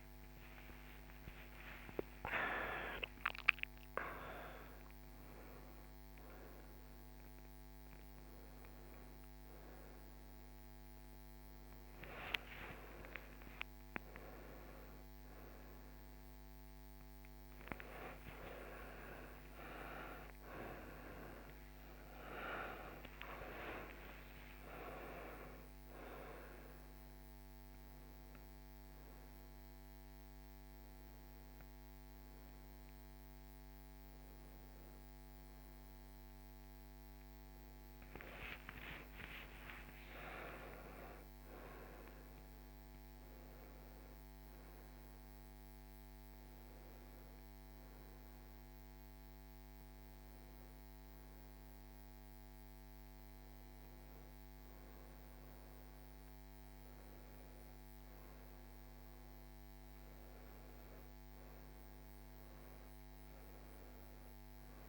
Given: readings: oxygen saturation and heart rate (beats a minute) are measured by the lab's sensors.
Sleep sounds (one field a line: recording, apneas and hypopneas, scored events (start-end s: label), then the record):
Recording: a person awake in a sleep study, by a microphone on the trachea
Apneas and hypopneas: none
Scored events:
37.50-64.89 s: new sleep stage, N1 (lightest sleep)
From the record:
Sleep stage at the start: awake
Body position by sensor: on the right side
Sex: female